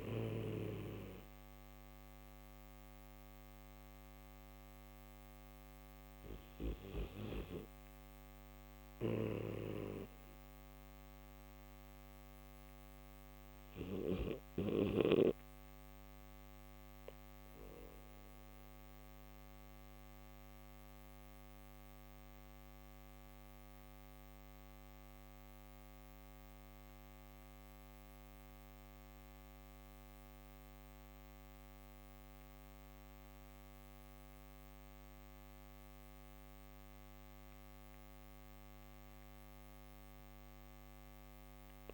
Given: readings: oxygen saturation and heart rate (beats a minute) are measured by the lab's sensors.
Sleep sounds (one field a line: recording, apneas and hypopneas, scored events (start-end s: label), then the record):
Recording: breathing in sleep by a microphone on the trachea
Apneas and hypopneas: none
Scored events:
none scored
From the record:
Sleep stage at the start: N1 (lightest sleep)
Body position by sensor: on the back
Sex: male